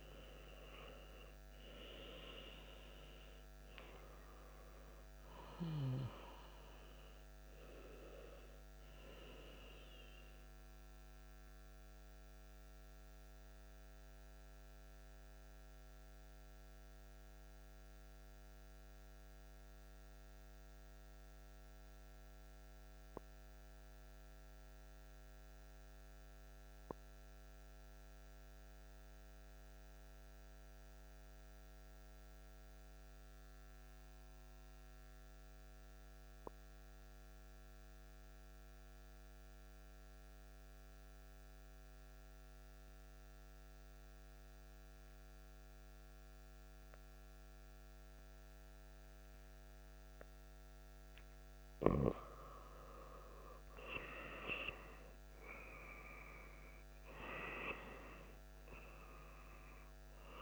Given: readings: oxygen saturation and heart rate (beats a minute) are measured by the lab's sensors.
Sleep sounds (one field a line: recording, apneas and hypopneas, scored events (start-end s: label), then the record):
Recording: breathing in sleep by a microphone on the trachea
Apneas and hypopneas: 1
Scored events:
0.00-9.00 s: oxygen desaturation (device-marked, oxygen 92% lowest)
8.00-50.00 s: mixed apnea (oxygen 96% before, 90% lowest)
39.00-60.42 s: oxygen desaturation (device-marked, oxygen 97% before, 90% lowest)
51.50-56.00 s: arousal
From the record:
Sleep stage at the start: N2 (light sleep)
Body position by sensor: on the back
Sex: male